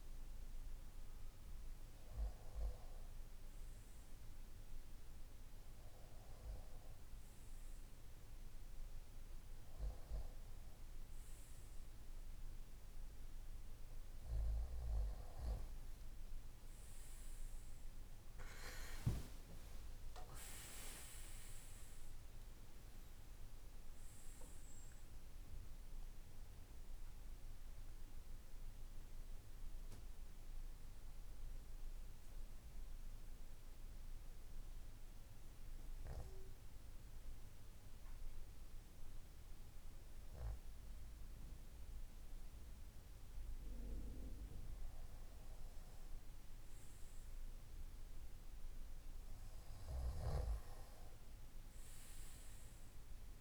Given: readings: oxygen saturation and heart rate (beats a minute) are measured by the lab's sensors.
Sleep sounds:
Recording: breathing in sleep by a room microphone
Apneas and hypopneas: 1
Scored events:
20.50-26.00 s: arousal
30.50-45.50 s: obstructive apnea (oxygen 95% before, 93% lowest, heart rate 62 before, 54 extreme, up 1 after)
47.00-50.00 s: arousal
From the record:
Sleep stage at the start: N2 (light sleep)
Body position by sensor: on the right side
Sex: male

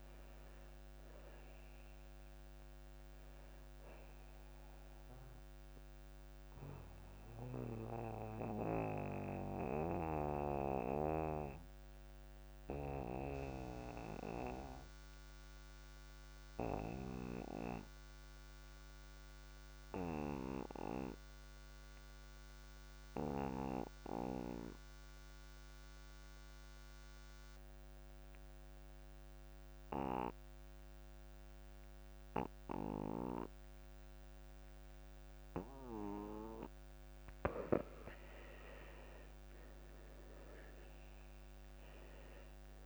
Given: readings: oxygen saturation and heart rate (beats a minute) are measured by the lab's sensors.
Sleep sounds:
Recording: breathing in sleep by a microphone on the trachea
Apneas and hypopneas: 1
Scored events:
0.00-21.50 s: oxygen desaturation (device-marked, oxygen 86% lowest)
7.00-36.00 s: obstructive apnea (oxygen 100% before, 82% lowest)
35.50-42.85 s: oxygen desaturation (device-marked, oxygen 98% before, 82% lowest)
39.00-42.85 s: arousal
From the record:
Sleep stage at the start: N2 (light sleep)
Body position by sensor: on the back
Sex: male

